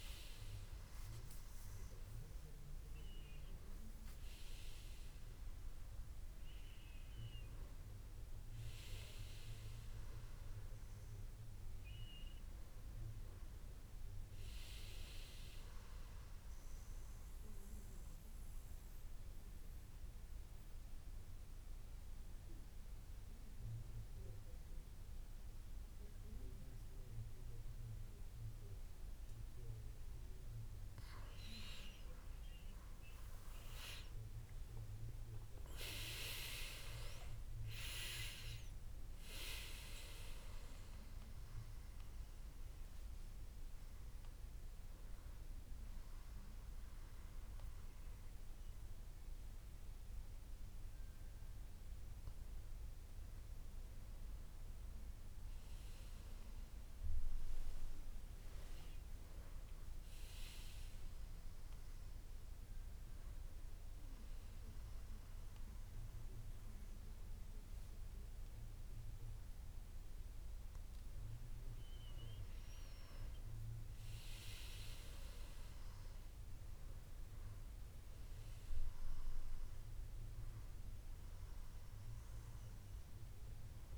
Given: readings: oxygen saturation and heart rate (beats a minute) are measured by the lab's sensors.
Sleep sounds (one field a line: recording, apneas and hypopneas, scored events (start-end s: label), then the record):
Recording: breathing in sleep by a room microphone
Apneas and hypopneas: 2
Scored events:
10.00-14.00 s: arousal
12.00-83.98 s: new sleep stage, N2 (light sleep)
15.50-31.00 s: mixed apnea (oxygen 97% before, 94% lowest, heart rate 79 before, 70 extreme, up 12 after)
33.00-35.00 s: long interval between heartbeats (device-marked, heart rate 72 before, 75 extreme)
33.00-36.50 s: arousal
57.00-60.50 s: arousal
63.50-74.00 s: hypopnea (oxygen 98% before, 95% lowest, heart rate 76 before, 71 extreme, up 4 after)
76.50-79.50 s: arousal
From the record:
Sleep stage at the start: N1 (lightest sleep)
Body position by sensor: on the back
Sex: male